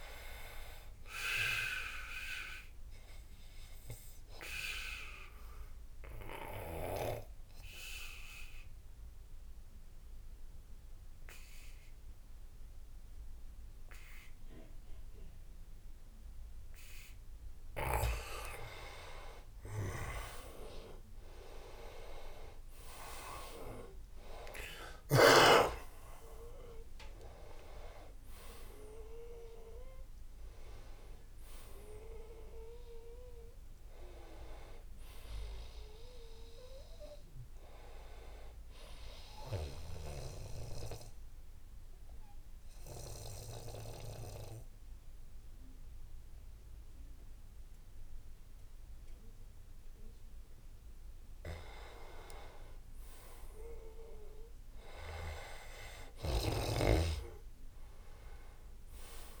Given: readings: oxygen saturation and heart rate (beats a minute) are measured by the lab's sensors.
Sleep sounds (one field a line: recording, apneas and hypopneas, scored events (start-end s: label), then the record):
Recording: breathing in sleep by a room microphone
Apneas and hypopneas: 2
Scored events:
2.00-17.00 s: obstructive apnea (oxygen 98% before, 85% lowest, heart rate 85 before, 75 extreme, up 8 after)
18.50-46.50 s: oxygen desaturation (device-marked, oxygen 96% before, 85% lowest, heart rate 82 before, 75 extreme)
19.00-26.50 s: arousal
39.50-50.50 s: obstructive apnea (oxygen 96% before, 87% lowest, heart rate 84 before, 75 extreme, up 12 after)
52.00-56.00 s: arousal
From the record:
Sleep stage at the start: N2 (light sleep)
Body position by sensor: on the back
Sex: male